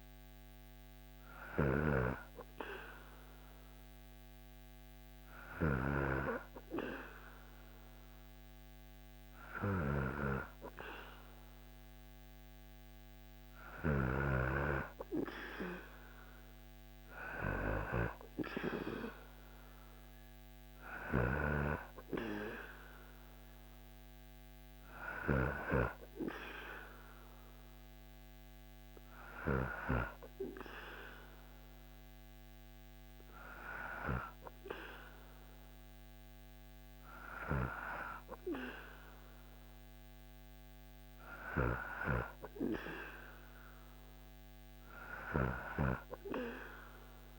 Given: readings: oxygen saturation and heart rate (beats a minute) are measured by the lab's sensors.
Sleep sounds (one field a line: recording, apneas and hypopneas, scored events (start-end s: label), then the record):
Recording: breathing in sleep by a microphone on the trachea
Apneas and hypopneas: none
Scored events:
1.00-5.50 s: snoring (device-marked)
From the record:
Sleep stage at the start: N2 (light sleep)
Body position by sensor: on the back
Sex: male